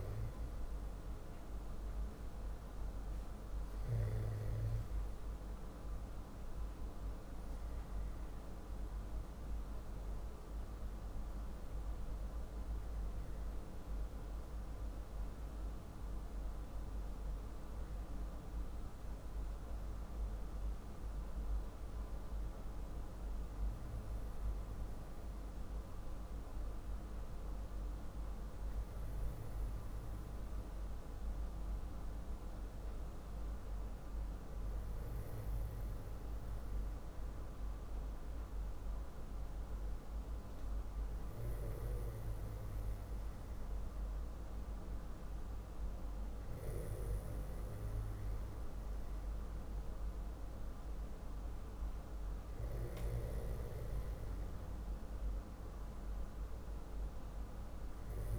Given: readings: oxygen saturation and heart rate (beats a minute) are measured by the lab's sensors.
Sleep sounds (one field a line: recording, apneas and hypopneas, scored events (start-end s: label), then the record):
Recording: breathing in sleep, hard to hear, by a room microphone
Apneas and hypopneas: none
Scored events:
0.00-10.50 s: oxygen desaturation (device-marked, oxygen 94% lowest, heart rate 46 extreme)
From the record:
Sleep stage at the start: N2 (light sleep)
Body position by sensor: on the back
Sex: male